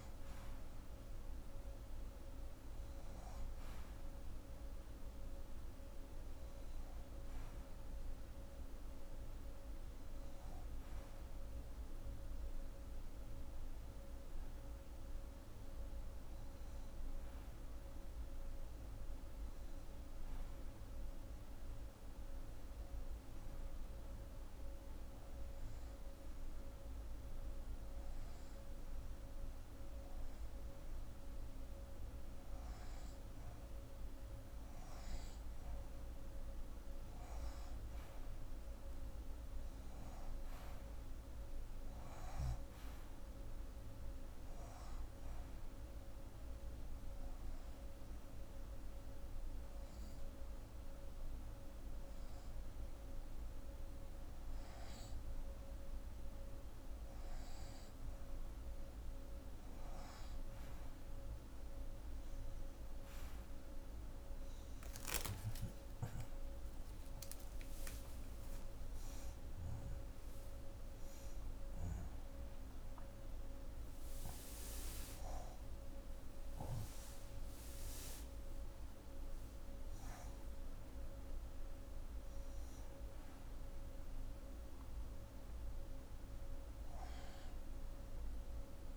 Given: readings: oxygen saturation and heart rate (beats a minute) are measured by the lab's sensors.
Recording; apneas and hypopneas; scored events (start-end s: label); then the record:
breathing in sleep, hard to hear, by a room microphone; 2
0.00-17.00 s: oxygen desaturation (device-marked, oxygen 80% lowest)
13.50-19.50 s: arousal
23.00-33.00 s: hypopnea (oxygen 95% before, 90% lowest)
35.00-39.00 s: arousal
43.00-62.00 s: oxygen desaturation (device-marked, oxygen 94% before, 90% lowest)
46.50-57.00 s: hypopnea (oxygen 95% before, 90% lowest)
62.50-66.50 s: arousal
From the record:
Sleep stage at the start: N2 (light sleep); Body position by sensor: on the left side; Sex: female